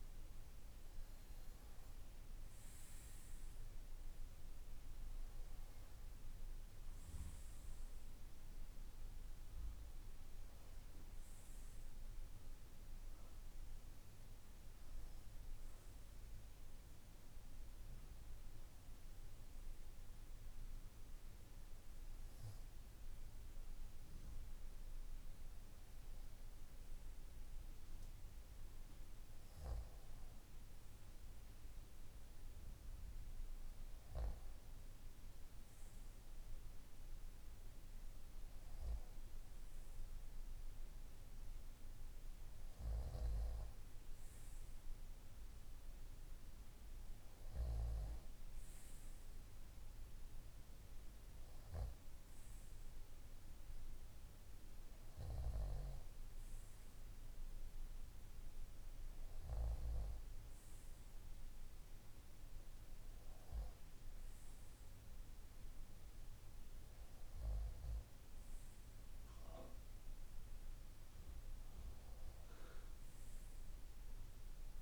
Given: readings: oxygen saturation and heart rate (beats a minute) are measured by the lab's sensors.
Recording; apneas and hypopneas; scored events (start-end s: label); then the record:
breathing in sleep, hard to hear, by a room microphone; none
2.00-24.00 s: oxygen desaturation (device-marked, oxygen 97% before, 93% lowest, heart rate 57 before, 53 extreme)
From the record:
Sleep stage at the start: N2 (light sleep); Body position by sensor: on the right side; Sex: male